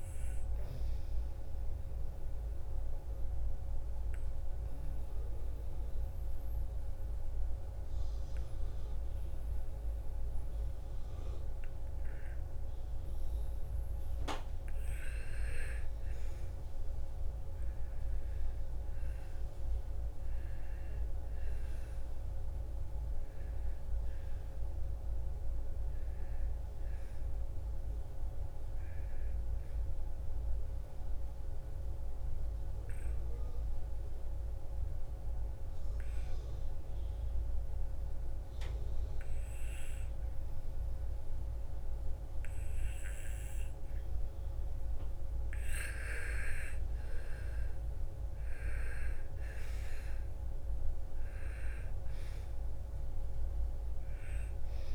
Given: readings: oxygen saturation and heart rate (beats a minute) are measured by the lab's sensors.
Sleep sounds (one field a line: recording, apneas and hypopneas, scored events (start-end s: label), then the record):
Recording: breathing in sleep, hard to hear, by a room microphone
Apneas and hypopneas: 2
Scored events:
0.00-12.00 s: oxygen desaturation (device-marked, oxygen 91% lowest, heart rate 55 extreme)
1.00-14.00 s: mixed apnea (oxygen 98% before, 90% lowest, heart rate 58 before, 55 extreme, up 3 after)
16.00-20.50 s: arousal
23.00-36.00 s: oxygen desaturation (device-marked, oxygen 98% before, 90% lowest, heart rate 56 before, 53 extreme)
30.50-44.50 s: obstructive apnea (oxygen 98% before, 88% lowest, heart rate 58 before, 53 extreme, up 15 after)
46.50-50.50 s: arousal
49.00-54.94 s: oxygen desaturation (device-marked, oxygen 98% before, 90% lowest, heart rate 56 before, 54 extreme)
From the record:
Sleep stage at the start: N2 (light sleep)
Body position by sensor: on the back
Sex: female